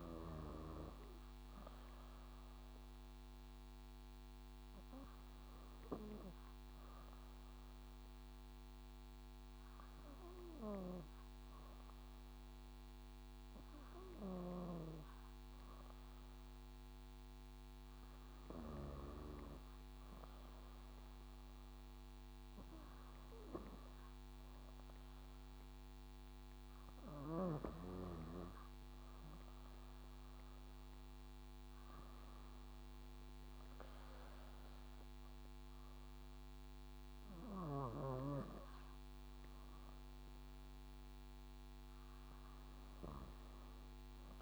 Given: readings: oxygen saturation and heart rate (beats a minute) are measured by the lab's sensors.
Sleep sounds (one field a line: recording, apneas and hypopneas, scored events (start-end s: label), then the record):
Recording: breathing in sleep by a microphone on the trachea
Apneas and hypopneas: 1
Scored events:
3.00-18.00 s: obstructive apnea (oxygen 97% before, 96% lowest, heart rate 58 before, 57 extreme, up 5 after)
14.00-19.00 s: snoring (device-marked)
20.50-24.50 s: arousal
39.50-44.42 s: drop in pulse transit time (device-marked, heart rate 61 before, 55 extreme)
From the record:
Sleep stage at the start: N2 (light sleep)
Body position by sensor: on the back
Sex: female